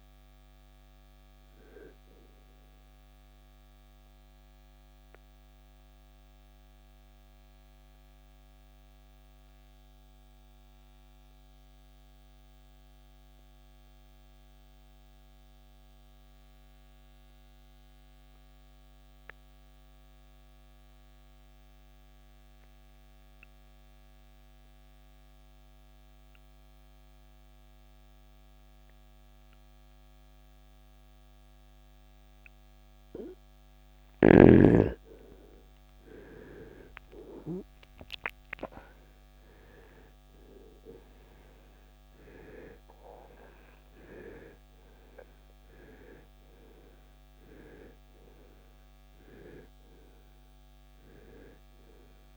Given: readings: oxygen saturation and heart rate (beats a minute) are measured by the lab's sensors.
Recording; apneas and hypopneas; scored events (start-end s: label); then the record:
breathing in sleep by a microphone on the trachea; 1
0.00-14.00 s: oxygen desaturation (device-marked, oxygen 78% lowest, heart rate 52 extreme)
3.00-52.36 s: new sleep stage, N2 (light sleep)
3.50-33.50 s: mixed apnea (oxygen 94% before, 78% lowest, heart rate 82 before, 52 extreme, up 12 after)
33.00-52.36 s: oxygen desaturation (device-marked, oxygen 98% before, 80% lowest, heart rate 64 before, 50 extreme)
36.50-41.00 s: arousal
From the record:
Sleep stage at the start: N1 (lightest sleep); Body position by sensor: on the right side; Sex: male